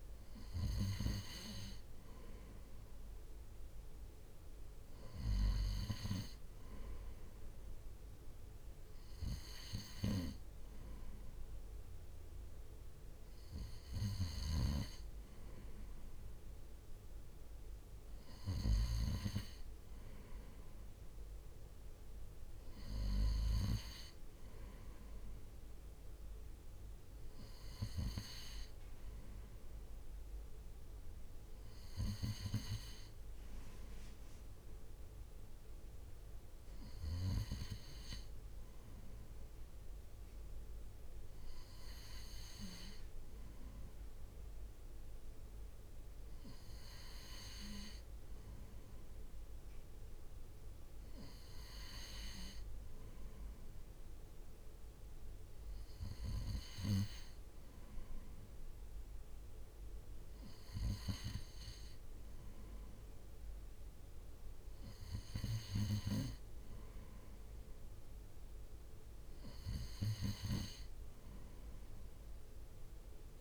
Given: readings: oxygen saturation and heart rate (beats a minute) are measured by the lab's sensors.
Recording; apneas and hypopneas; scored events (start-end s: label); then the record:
breathing in sleep by a room microphone; none
3.50-73.41 s: new sleep stage, N3 (deep sleep)
From the record:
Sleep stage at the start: N2 (light sleep); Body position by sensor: on the right side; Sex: male